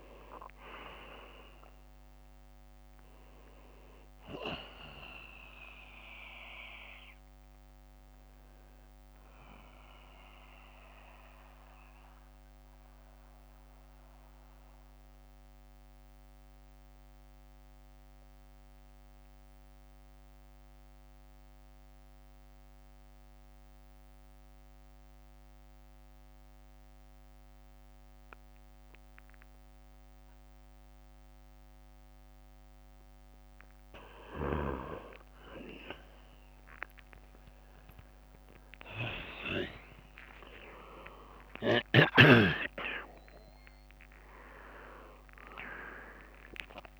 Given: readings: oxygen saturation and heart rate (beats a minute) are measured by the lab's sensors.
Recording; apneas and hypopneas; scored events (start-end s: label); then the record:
breathing in sleep by a microphone on the trachea; 1
0.00-3.50 s: oxygen desaturation (device-marked, oxygen 94% lowest, heart rate 56 extreme)
11.50-32.00 s: mixed apnea (oxygen 97% before, 93% lowest, heart rate 65 before, 56 extreme, up 59 after)
14.50-16.50 s: bradycardia (device-marked, heart rate 63 before, 60 extreme)
24.50-26.50 s: bradycardia (device-marked, heart rate 63 before, 58 extreme)
35.50-40.50 s: tachycardia (device-marked, heart rate 63 before, 117 extreme)
40.50-46.99 s: new sleep stage, awake
From the record:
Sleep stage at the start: N2 (light sleep); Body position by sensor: on the back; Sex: male